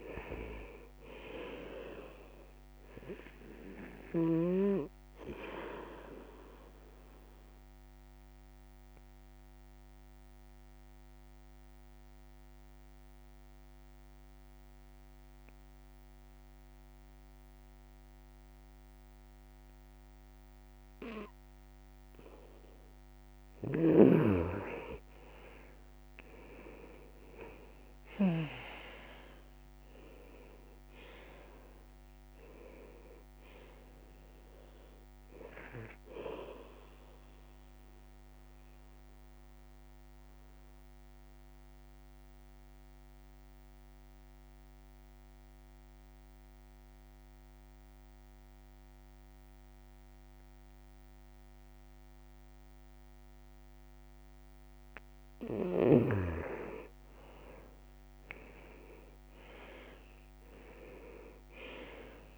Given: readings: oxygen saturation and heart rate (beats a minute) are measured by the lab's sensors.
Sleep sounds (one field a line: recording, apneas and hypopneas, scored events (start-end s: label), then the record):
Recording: breathing in sleep by a microphone on the trachea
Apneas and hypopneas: 2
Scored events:
5.50-22.50 s: obstructive apnea (oxygen 98% before, 89% lowest, heart rate 133 before, 67 extreme, up 23 after)
8.00-26.00 s: oxygen desaturation (device-marked, oxygen 98% before, 89% lowest, heart rate 123 before, 65 extreme)
27.50-32.00 s: arousal
36.50-55.00 s: mixed apnea (oxygen 98% before, 86% lowest, heart rate 86 before, 65 extreme, up 5 after)
51.00-62.38 s: oxygen desaturation (device-marked, oxygen 95% before, 90% lowest, heart rate 78 before, 64 extreme)
58.50-62.38 s: arousal
From the record:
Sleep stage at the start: N2 (light sleep)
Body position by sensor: on the back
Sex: male